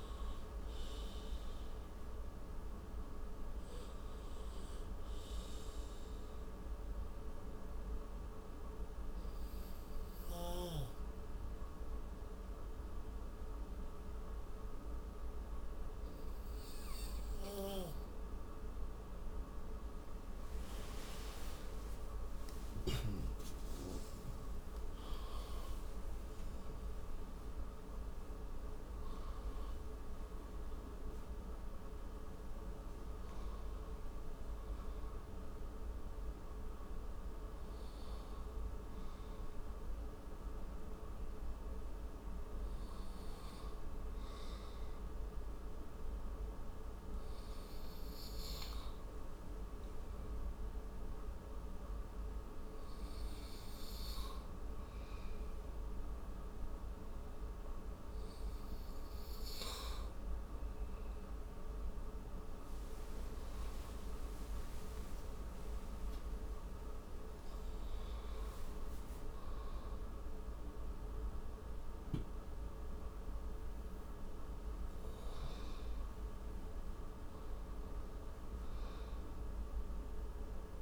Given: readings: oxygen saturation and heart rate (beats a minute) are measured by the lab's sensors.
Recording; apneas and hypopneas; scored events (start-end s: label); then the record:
breathing in sleep, hard to hear, by a room microphone; 2
0.00-7.50 s: oxygen desaturation (device-marked, oxygen 89% lowest)
7.50-21.00 s: obstructive apnea (oxygen 98% before, 89% lowest)
22.00-26.00 s: arousal
22.50-27.50 s: tachycardia (device-marked)
27.50-36.50 s: oxygen desaturation (device-marked, oxygen 98% before, 90% lowest, heart rate 36 before, 57 extreme)
49.00-60.00 s: hypopnea (oxygen 98% before, 91% lowest, heart rate 82 before, 57 extreme, up 21 after)
64.00-68.00 s: arousal
From the record:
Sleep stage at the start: N2 (light sleep); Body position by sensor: on the front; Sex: male